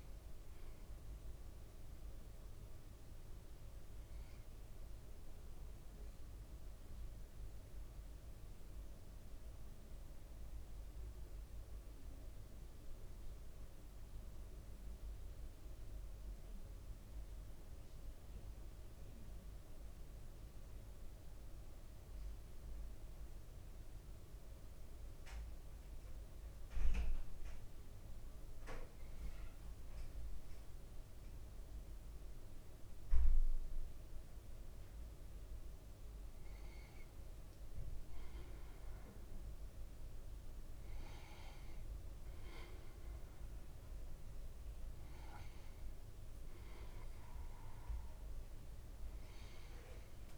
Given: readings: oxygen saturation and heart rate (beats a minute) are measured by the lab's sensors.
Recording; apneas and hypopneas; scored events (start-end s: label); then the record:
breathing in sleep, hard to hear, by a room microphone; none
none scored
From the record:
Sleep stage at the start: N1 (lightest sleep); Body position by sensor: on the back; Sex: male